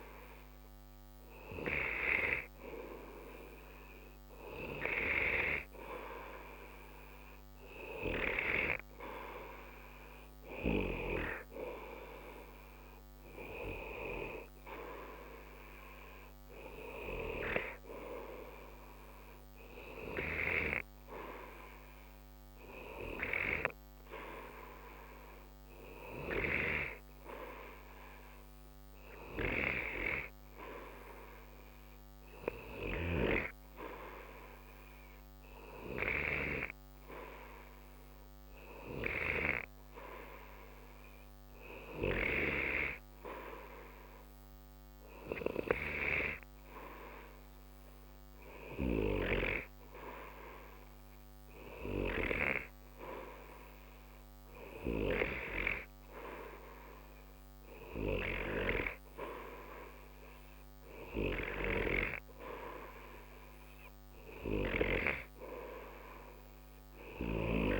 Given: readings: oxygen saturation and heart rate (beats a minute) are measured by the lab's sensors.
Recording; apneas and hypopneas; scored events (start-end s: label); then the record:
breathing in sleep by a microphone on the trachea; none
none scored
From the record:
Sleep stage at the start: N2 (light sleep); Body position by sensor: on the right side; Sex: male